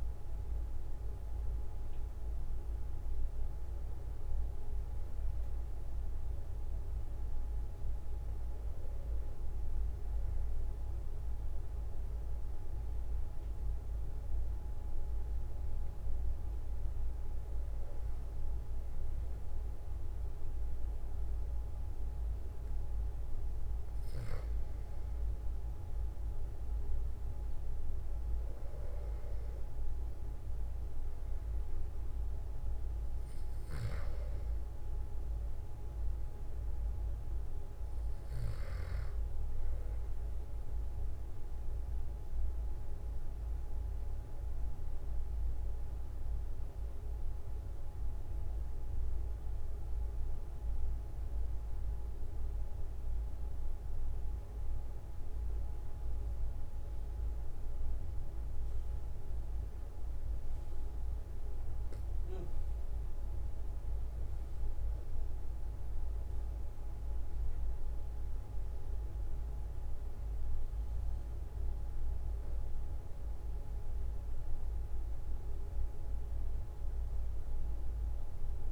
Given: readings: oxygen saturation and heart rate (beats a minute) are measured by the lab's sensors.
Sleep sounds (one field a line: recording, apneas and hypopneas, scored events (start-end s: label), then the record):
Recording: breathing in sleep, hard to hear, by a room microphone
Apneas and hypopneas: 2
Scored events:
4.50-23.00 s: hypopnea (oxygen 96% before, 94% lowest, heart rate 47 before, 45 extreme, up 3 after)
27.50-32.00 s: arousal
41.50-65.00 s: obstructive apnea (oxygen 97% before, 93% lowest, heart rate 46 before, 44 extreme, up 3 after)
68.50-73.00 s: arousal
From the record:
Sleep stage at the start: REM sleep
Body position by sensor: on the back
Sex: male